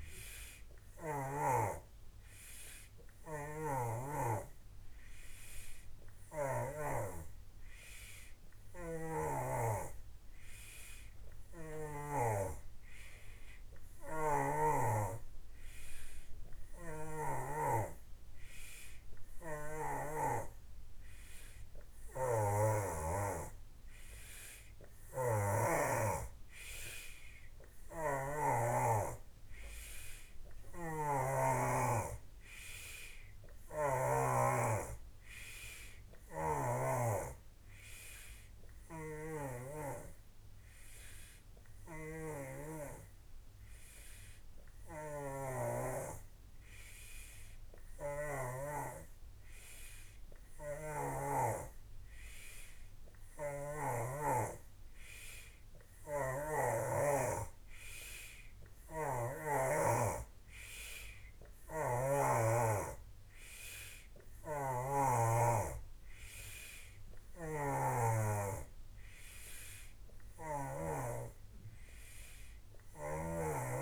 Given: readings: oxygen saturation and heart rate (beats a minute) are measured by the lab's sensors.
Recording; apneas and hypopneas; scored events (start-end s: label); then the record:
breathing in sleep by a room microphone; none
0.00-1.50 s: snoring (device-marked)
8.50-12.00 s: snoring (device-marked)
16.50-23.00 s: snoring (device-marked)
25.00-28.50 s: snoring (device-marked)
30.50-34.00 s: snoring (device-marked)
36.00-39.50 s: snoring (device-marked)
41.50-48.50 s: snoring (device-marked)
50.50-54.00 s: snoring (device-marked)
58.50-65.00 s: snoring (device-marked)
67.00-71.00 s: snoring (device-marked)
From the record:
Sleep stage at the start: N3 (deep sleep); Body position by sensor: on the back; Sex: male